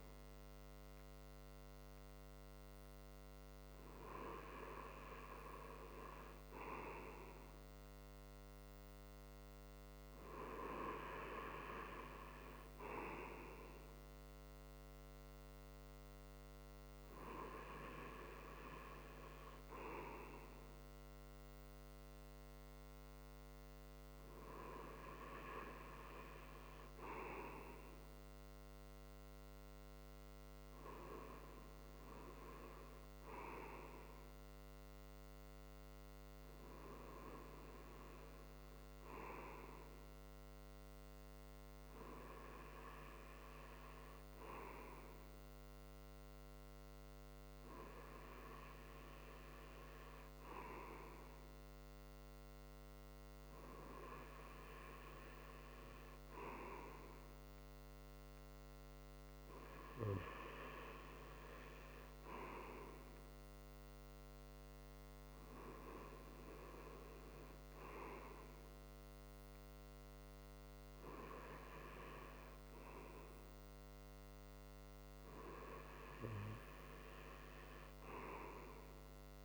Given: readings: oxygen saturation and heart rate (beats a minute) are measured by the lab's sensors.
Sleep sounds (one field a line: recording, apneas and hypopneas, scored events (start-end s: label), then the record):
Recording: breathing in sleep by a microphone on the trachea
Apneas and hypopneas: none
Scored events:
none scored
From the record:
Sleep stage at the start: N2 (light sleep)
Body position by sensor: on the right side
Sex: male